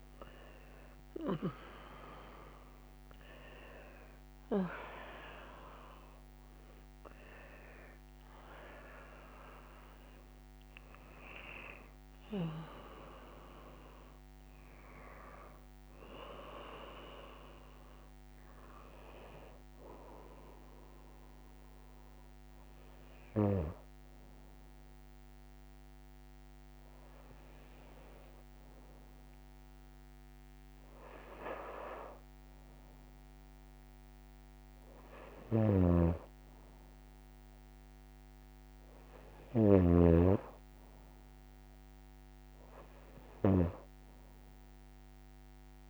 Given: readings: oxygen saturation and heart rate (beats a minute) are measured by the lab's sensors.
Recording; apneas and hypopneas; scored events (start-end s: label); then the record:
breathing in sleep by a microphone on the trachea; none
0.50-5.00 s: arousal
From the record:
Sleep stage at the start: N2 (light sleep); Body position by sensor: on the right side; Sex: female